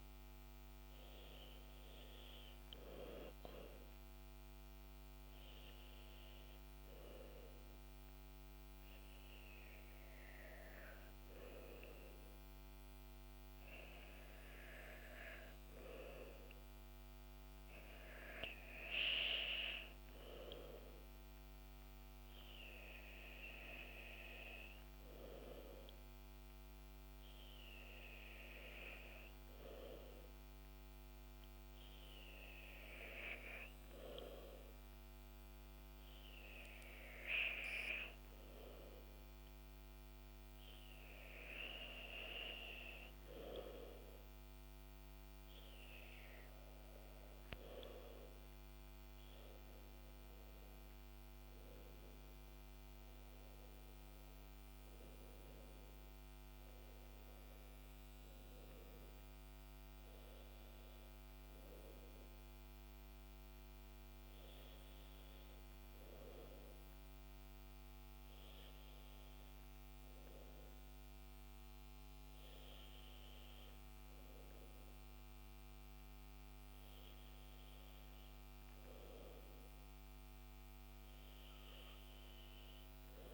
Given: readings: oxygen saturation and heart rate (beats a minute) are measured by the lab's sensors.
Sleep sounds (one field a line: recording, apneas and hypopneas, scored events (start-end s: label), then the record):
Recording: breathing in sleep by a microphone on the trachea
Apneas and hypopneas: none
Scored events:
none scored
From the record:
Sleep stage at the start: N2 (light sleep)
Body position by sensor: on the back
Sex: male